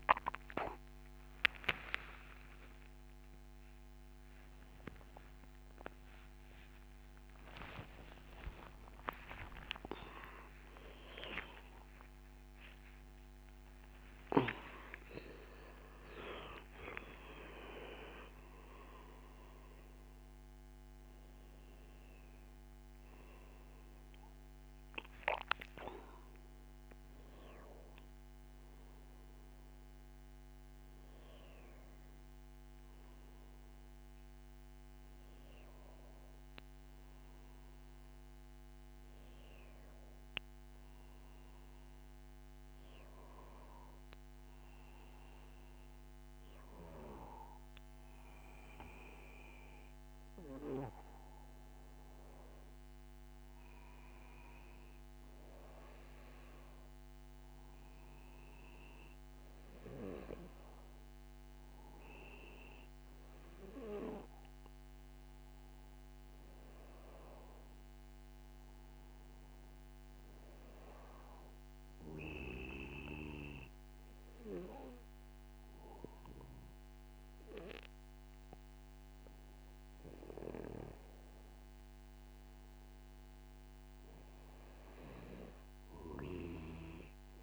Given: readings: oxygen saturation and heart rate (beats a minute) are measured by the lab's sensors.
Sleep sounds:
a person awake in a sleep study, by a microphone on the trachea; 1
50.00-80.00 s: new sleep stage, N1 (lightest sleep)
69.00-80.00 s: hypopnea (oxygen 99% before, 94% lowest)
80.00-87.43 s: new sleep stage, N2 (light sleep)
80.50-83.50 s: arousal
From the record:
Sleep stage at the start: awake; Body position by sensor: on the back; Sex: male

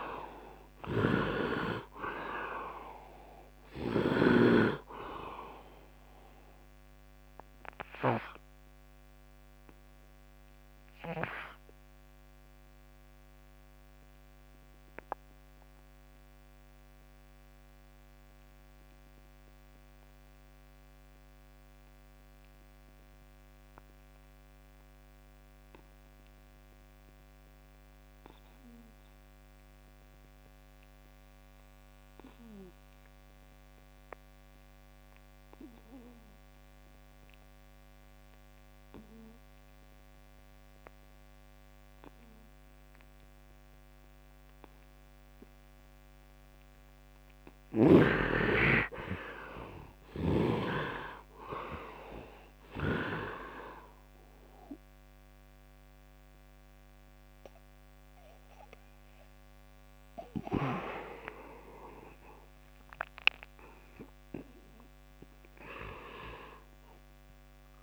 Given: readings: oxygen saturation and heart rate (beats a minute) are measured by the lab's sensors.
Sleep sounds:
breathing in sleep by a microphone on the trachea; 1
0.00-2.00 s: arousal
0.00-22.50 s: oxygen desaturation (device-marked, oxygen 70% lowest, heart rate 69 extreme)
0.50-4.00 s: snoring (device-marked)
7.50-47.00 s: obstructive apnea (oxygen 100% before, 64% lowest, heart rate 81 before, 63 extreme, up 8 after)
28.50-67.83 s: oxygen desaturation (device-marked, oxygen 100% before, 64% lowest, heart rate 72 before, 63 extreme)
48.50-51.50 s: arousal
From the record:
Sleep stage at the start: N2 (light sleep); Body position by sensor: on the right side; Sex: male

